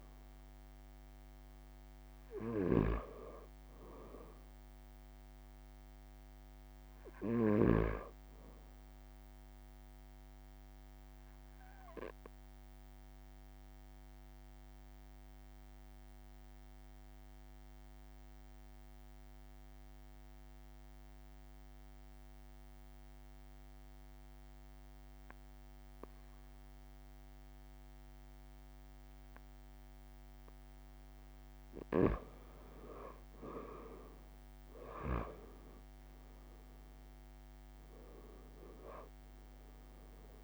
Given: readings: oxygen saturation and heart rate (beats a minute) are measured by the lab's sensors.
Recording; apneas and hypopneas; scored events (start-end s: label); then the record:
breathing in sleep by a microphone on the trachea; 1
10.00-31.50 s: obstructive apnea (oxygen 97% before, 90% lowest)
19.00-21.00 s: long interval between heartbeats (device-marked)
31.00-33.00 s: long interval between heartbeats (device-marked)
33.00-38.00 s: arousal
36.50-40.44 s: oxygen desaturation (device-marked, oxygen 96% before, 90% lowest)
From the record:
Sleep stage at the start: N2 (light sleep); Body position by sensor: on the back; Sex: male